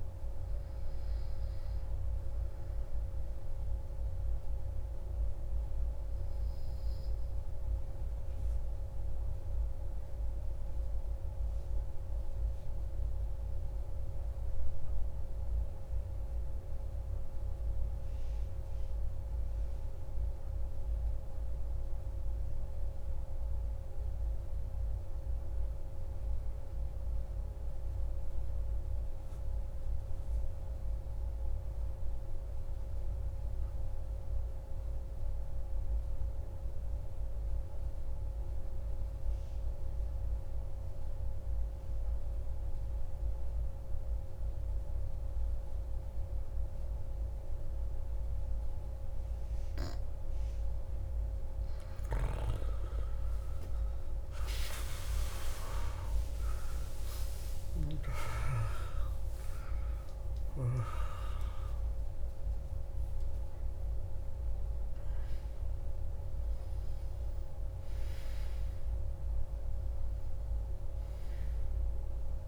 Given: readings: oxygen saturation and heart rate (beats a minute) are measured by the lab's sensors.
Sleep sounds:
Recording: breathing in sleep by a room microphone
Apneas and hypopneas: 1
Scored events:
0.00-1.00 s: oxygen desaturation (device-marked, oxygen 88% lowest, heart rate 50 extreme)
9.00-50.50 s: mixed apnea (oxygen 98% before, 89% lowest, heart rate 64 before, 59 extreme)
37.00-72.48 s: oxygen desaturation (device-marked, oxygen 98% before, 89% lowest, heart rate 120 before, 59 extreme)
51.50-57.00 s: arousal
From the record:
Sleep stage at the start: N2 (light sleep)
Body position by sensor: on the back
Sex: male

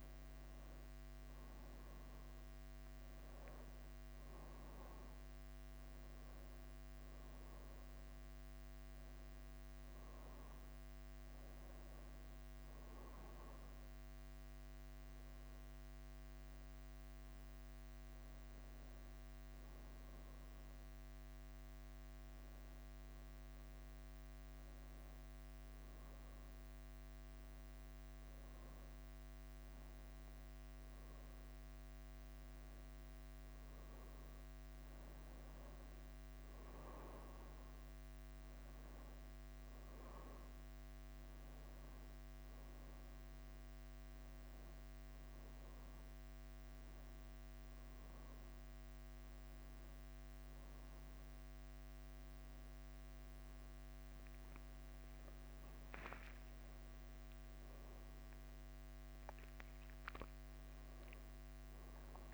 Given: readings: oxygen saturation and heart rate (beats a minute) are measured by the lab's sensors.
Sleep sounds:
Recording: a person partly awake in a sleep study, hard to hear, by a microphone on the trachea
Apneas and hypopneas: none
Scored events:
0.00-62.34 s: bradycardia (device-marked, heart rate 45 extreme)
7.00-62.34 s: new sleep stage, N1 (lightest sleep)
From the record:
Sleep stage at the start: awake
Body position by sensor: on the back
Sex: male

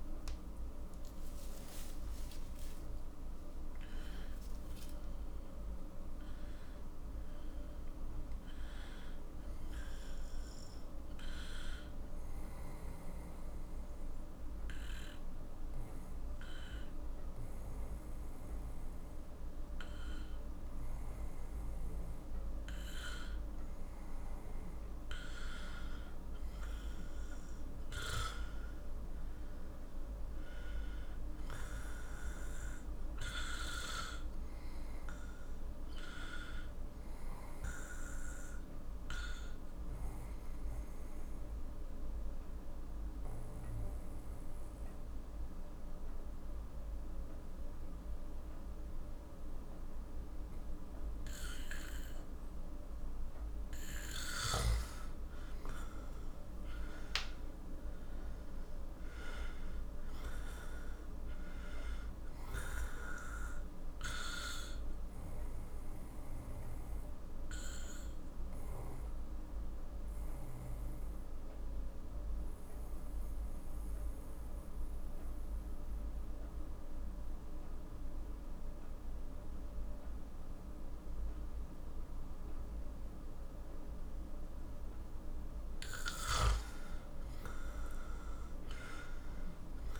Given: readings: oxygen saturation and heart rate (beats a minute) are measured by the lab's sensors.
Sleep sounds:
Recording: breathing in sleep by a room microphone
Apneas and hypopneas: 3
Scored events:
0.00-4.00 s: oxygen desaturation (device-marked, oxygen 92% lowest, heart rate 46 extreme)
6.00-90.00 s: new sleep stage, N2 (light sleep)
10.50-24.00 s: obstructive apnea (oxygen 96% before, 91% lowest, heart rate 69 before, 46 extreme, up 13 after)
26.00-30.50 s: arousal
28.00-45.00 s: oxygen desaturation (device-marked, oxygen 96% before, 91% lowest, heart rate 51 before, 46 extreme)
37.00-53.50 s: obstructive apnea (oxygen 97% before, 91% lowest, heart rate 54 before, 45 extreme, up 14 after)
56.00-59.50 s: arousal
61.00-79.00 s: oxygen desaturation (device-marked, oxygen 95% before, 91% lowest, heart rate 52 before, 43 extreme)
65.50-85.00 s: obstructive apnea (oxygen 95% before, 91% lowest, heart rate 54 before, 42 extreme, up 15 after)
87.00-90.00 s: arousal
From the record:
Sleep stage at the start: N1 (lightest sleep)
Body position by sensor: on the back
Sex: male

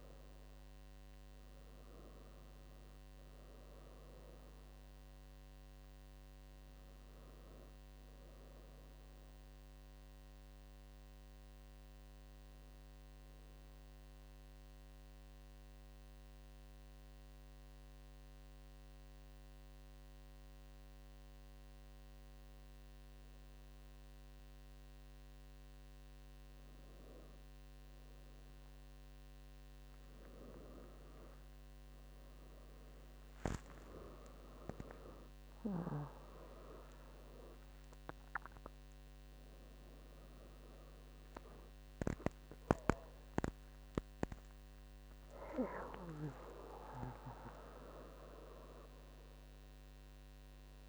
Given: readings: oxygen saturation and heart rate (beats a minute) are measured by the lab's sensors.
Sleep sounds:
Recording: breathing in sleep by a microphone on the trachea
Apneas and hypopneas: 1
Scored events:
14.50-26.50 s: obstructive apnea (oxygen 97% before, 94% lowest, heart rate 75 before, 70 extreme, up 58 after)
31.50-36.00 s: arousal
31.50-50.89 s: oxygen desaturation (device-marked, oxygen 97% before, 94% lowest, heart rate 72 before, 70 extreme)
45.50-50.00 s: arousal
From the record:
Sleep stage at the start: N1 (lightest sleep)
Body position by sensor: on the back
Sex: female

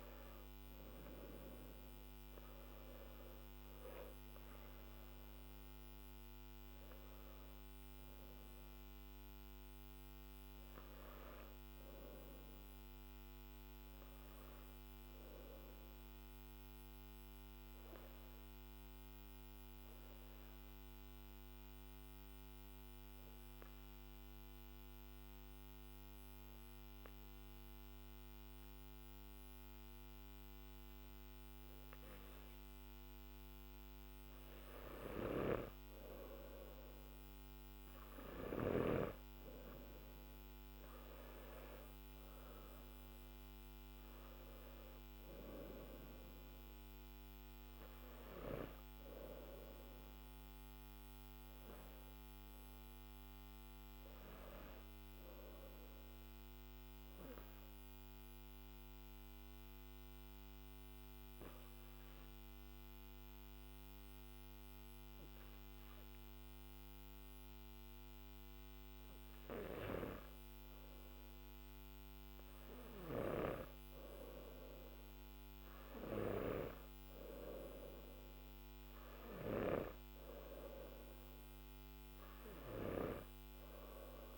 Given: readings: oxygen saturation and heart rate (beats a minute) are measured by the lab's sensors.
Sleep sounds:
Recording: breathing in sleep by a microphone on the trachea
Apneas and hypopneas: 2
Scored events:
1.00-18.00 s: oxygen desaturation (device-marked, oxygen 97% before, 91% lowest, heart rate 54 before, 50 extreme)
15.00-32.50 s: obstructive apnea (oxygen 97% before, 90% lowest, heart rate 55 before, 49 extreme, up 6 after)
35.00-84.38 s: new sleep stage, N2 (light sleep)
43.00-65.00 s: oxygen desaturation (device-marked, oxygen 98% before, 90% lowest, heart rate 55 before, 49 extreme)
53.00-70.00 s: obstructive apnea (oxygen 98% before, 90% lowest, heart rate 56 before, 50 extreme, up 5 after)
From the record:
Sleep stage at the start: N3 (deep sleep)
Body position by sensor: on the back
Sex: male

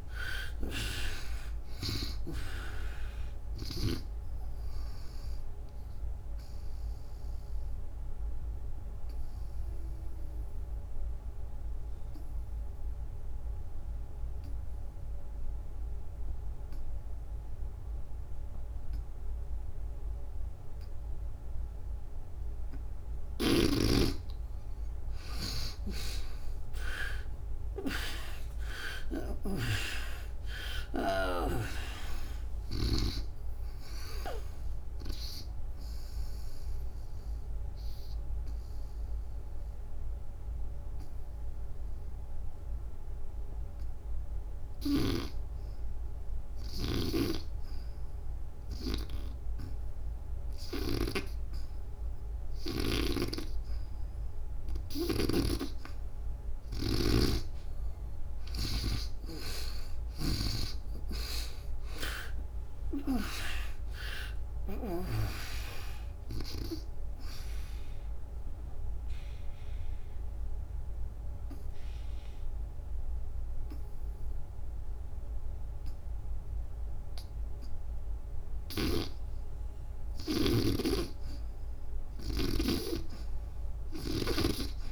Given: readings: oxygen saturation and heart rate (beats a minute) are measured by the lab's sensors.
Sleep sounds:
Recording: breathing in sleep by a room microphone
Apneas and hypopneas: 3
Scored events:
0.00-3.50 s: snoring (device-marked)
1.50-15.50 s: oxygen desaturation (device-marked, oxygen 96% before, 75% lowest, heart rate 80 before, 61 extreme)
5.50-22.50 s: obstructive apnea (oxygen 96% before, 75% lowest, heart rate 85 before, 61 extreme, up 56 after)
25.50-29.50 s: arousal
33.50-45.50 s: oxygen desaturation (device-marked, oxygen 94% before, 78% lowest, heart rate 80 before, 61 extreme)
36.50-55.50 s: obstructive apnea (oxygen 97% before, 78% lowest, heart rate 87 before, 61 extreme, up 22 after)
54.50-64.50 s: snoring (device-marked)
57.50-61.50 s: arousal
60.50-80.50 s: oxygen desaturation (device-marked, oxygen 97% before, 82% lowest, heart rate 67 before, 65 extreme)
67.50-80.00 s: obstructive apnea (oxygen 97% before, 76% lowest, heart rate 74 before, 65 extreme, up 4 after)
79.50-84.92 s: snoring (device-marked)
From the record:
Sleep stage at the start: N2 (light sleep)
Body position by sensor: on the back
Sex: female

